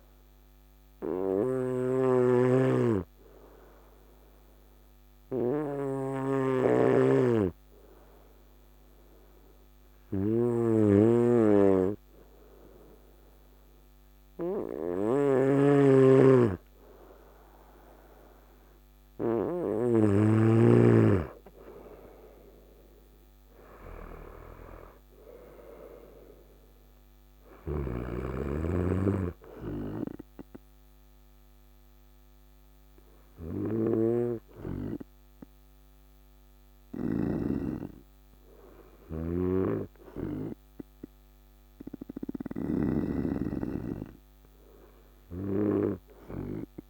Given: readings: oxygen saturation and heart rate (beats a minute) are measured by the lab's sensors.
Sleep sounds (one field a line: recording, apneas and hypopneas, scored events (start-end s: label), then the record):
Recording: breathing in sleep by a microphone on the trachea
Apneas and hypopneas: 1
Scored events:
0.00-19.50 s: snoring (device-marked)
2.50-18.00 s: hypopnea (oxygen 97% before, 94% lowest, heart rate 57 before, 54 extreme, up 6 after)
20.50-24.00 s: arousal
36.50-42.50 s: snoring (device-marked)
From the record:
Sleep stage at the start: N2 (light sleep)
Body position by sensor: on the right side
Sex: male